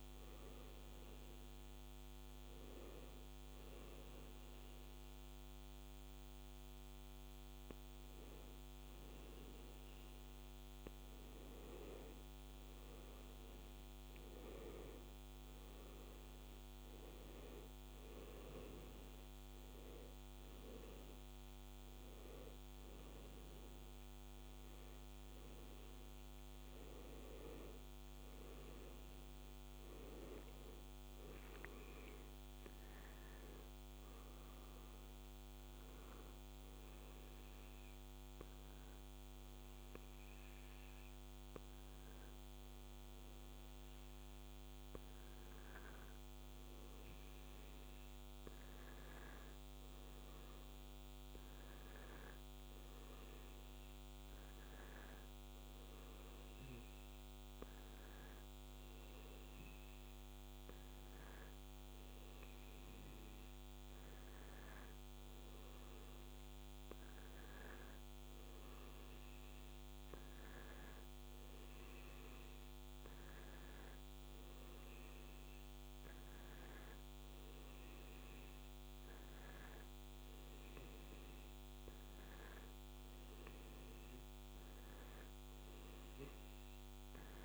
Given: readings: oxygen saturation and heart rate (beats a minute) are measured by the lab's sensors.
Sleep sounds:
breathing in sleep, hard to hear, by a microphone on the trachea; 3
0.00-11.00 s: oxygen desaturation (device-marked, oxygen 92% lowest, heart rate 84 extreme)
1.00-11.00 s: hypopnea (oxygen 95% before, 92% lowest, heart rate 85 before, 84 extreme, up 1 after)
12.00-15.50 s: arousal
18.50-28.50 s: hypopnea (oxygen 95% before, 92% lowest, heart rate 85 before, 85 extreme, up 2 after)
30.00-33.00 s: arousal
34.00-47.00 s: oxygen desaturation (device-marked, oxygen 95% before, 92% lowest, heart rate 85 before, 84 extreme)
36.00-46.00 s: hypopnea (oxygen 95% before, 92% lowest, heart rate 85 before, 84 extreme, up 0 after)
49.50-53.00 s: arousal
55.00-66.00 s: oxygen desaturation (device-marked, oxygen 95% before, 92% lowest, heart rate 85 before, 84 extreme)
From the record:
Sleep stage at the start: N2 (light sleep); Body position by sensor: on the back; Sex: male

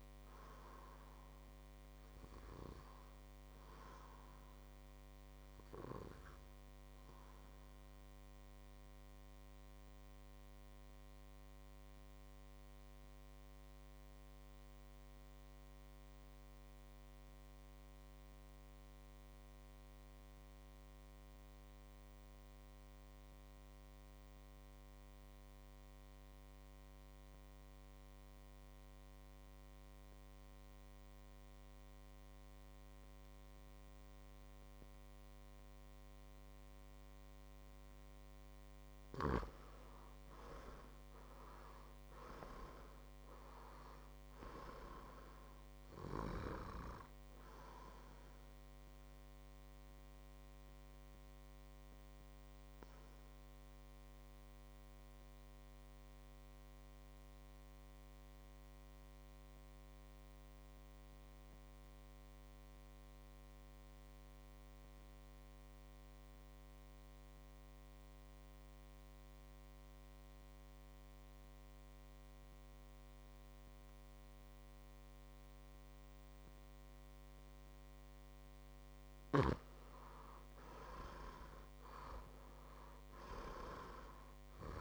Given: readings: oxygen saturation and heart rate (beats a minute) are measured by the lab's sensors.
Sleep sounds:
breathing in sleep by a microphone on the trachea; 2
0.00-15.00 s: oxygen desaturation (device-marked, oxygen 89% lowest, heart rate 56 extreme)
11.00-38.50 s: mixed apnea (oxygen 98% before, 89% lowest, heart rate 62 before, 55 extreme, up 8 after)
33.00-62.00 s: oxygen desaturation (device-marked, oxygen 99% before, 89% lowest, heart rate 58 before, 55 extreme)
40.50-44.00 s: arousal
50.50-78.00 s: obstructive apnea (oxygen 100% before, 88% lowest, heart rate 61 before, 55 extreme, up 4 after)
79.00-84.81 s: oxygen desaturation (device-marked, oxygen 99% before, 89% lowest, heart rate 60 before, 56 extreme)
80.50-83.50 s: arousal
From the record:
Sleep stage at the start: N2 (light sleep); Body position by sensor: on the back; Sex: male

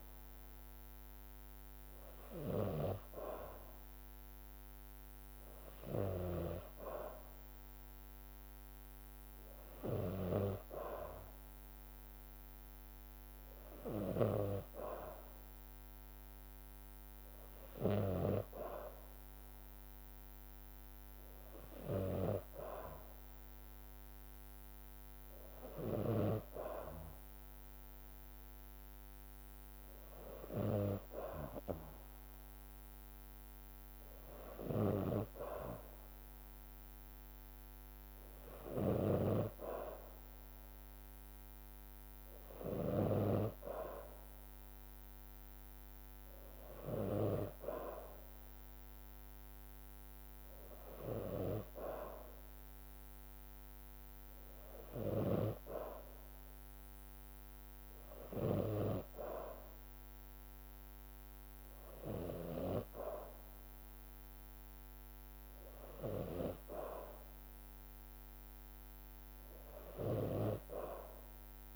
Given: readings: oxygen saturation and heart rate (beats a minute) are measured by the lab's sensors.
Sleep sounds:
breathing in sleep by a microphone on the trachea; none
none scored
From the record:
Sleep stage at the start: N2 (light sleep); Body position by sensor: on the back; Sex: female

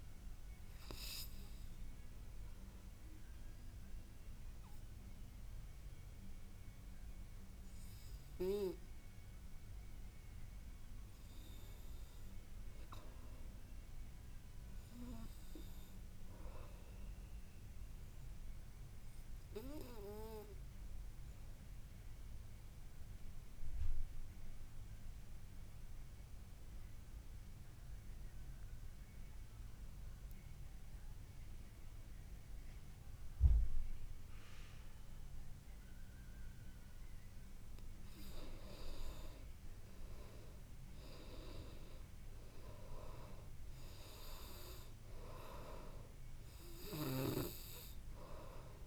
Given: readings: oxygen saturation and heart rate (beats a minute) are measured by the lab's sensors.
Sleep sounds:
breathing in sleep by a room microphone; 1
0.00-7.50 s: oxygen desaturation (device-marked, oxygen 87% lowest, heart rate 50 extreme)
12.50-16.50 s: arousal
18.00-38.50 s: obstructive apnea (oxygen 98% before, 83% lowest, heart rate 52 before, 53 extreme, up 11 after)
25.50-48.87 s: oxygen desaturation (device-marked, oxygen 98% before, 85% lowest, heart rate 53 before, 54 extreme)
40.50-44.00 s: arousal
From the record:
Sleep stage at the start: N2 (light sleep); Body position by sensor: on the back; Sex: male

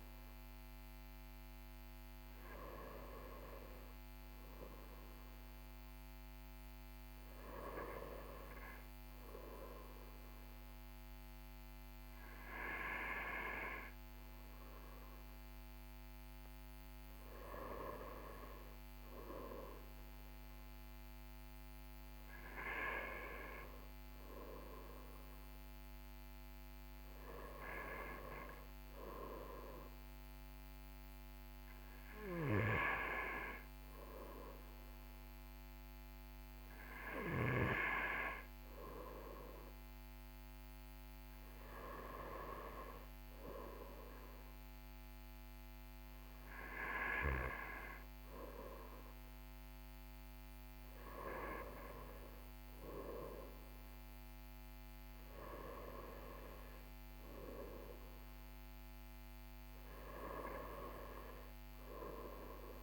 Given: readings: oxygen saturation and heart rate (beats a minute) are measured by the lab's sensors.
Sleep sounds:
breathing in sleep by a microphone on the trachea; none
none scored
From the record:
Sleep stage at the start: N2 (light sleep); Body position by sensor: on the right side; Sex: male

